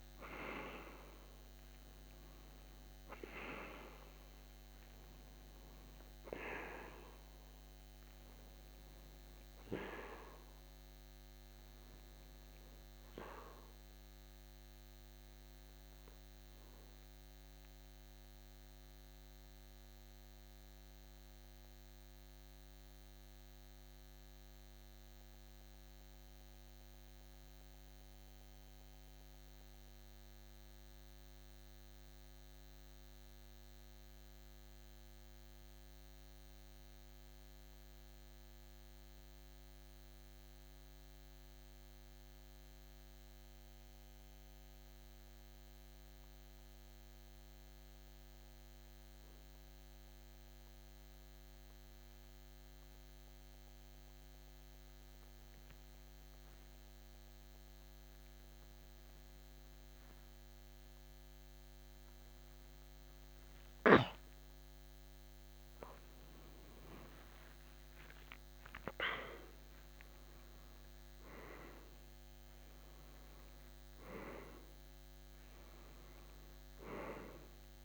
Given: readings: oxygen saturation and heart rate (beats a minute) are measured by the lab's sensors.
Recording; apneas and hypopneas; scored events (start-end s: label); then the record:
breathing in sleep by a microphone on the trachea; 1
9.50-34.50 s: oxygen desaturation (device-marked, oxygen 94% before, 87% lowest, heart rate 60 before, 50 extreme)
14.00-65.50 s: mixed apnea (oxygen 94% before, 86% lowest, heart rate 64 before, 50 extreme, up 3 after)
60.50-74.50 s: oxygen desaturation (device-marked, oxygen 96% before, 93% lowest, heart rate 52 before, 53 extreme)
67.00-70.50 s: arousal
76.50-77.85 s: oxygen desaturation (device-marked, oxygen 95% before, 86% lowest, heart rate 53 before, 51 extreme)
From the record:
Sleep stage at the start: N2 (light sleep); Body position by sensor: on the back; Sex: male